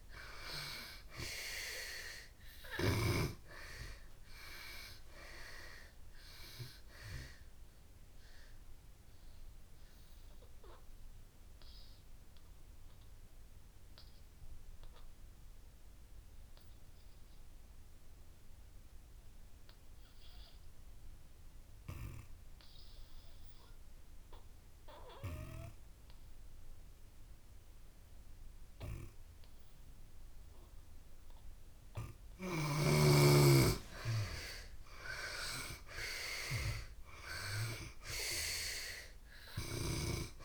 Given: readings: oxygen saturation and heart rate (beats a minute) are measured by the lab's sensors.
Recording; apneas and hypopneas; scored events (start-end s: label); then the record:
breathing in sleep by a room microphone; 1
0.00-24.50 s: oxygen desaturation (device-marked, oxygen 77% lowest)
7.50-30.00 s: obstructive apnea (oxygen 97% before, 73% lowest)
29.50-40.45 s: oxygen desaturation (device-marked, oxygen 95% before, 73% lowest)
32.50-36.00 s: arousal
From the record:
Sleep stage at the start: N2 (light sleep); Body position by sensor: on the back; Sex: female